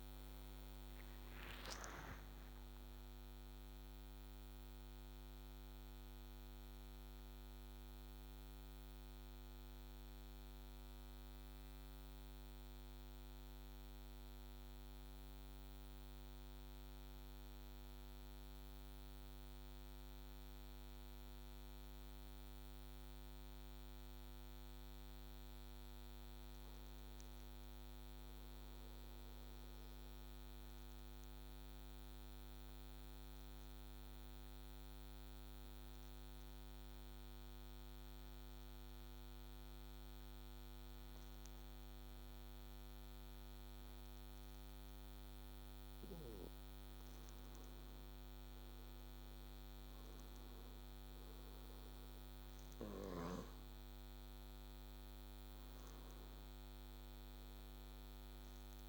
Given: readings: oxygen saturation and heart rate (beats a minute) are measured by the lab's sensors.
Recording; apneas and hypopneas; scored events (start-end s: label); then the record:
breathing in sleep, hard to hear, by a microphone on the trachea; 2
0.00-23.00 s: oxygen desaturation (device-marked, oxygen 82% lowest, heart rate 59 extreme)
6.50-23.50 s: central apnea (oxygen 95% before, 82% lowest, heart rate 76 before, 59 extreme, up 9 after)
25.00-28.00 s: arousal
30.00-45.50 s: obstructive apnea (oxygen 100% before, 87% lowest, heart rate 63 before, 63 extreme, up 7 after)
40.00-58.89 s: oxygen desaturation (device-marked, oxygen 99% before, 87% lowest, heart rate 64 before, 63 extreme)
47.00-51.50 s: arousal
From the record:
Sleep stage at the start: N2 (light sleep); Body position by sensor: on the back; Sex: male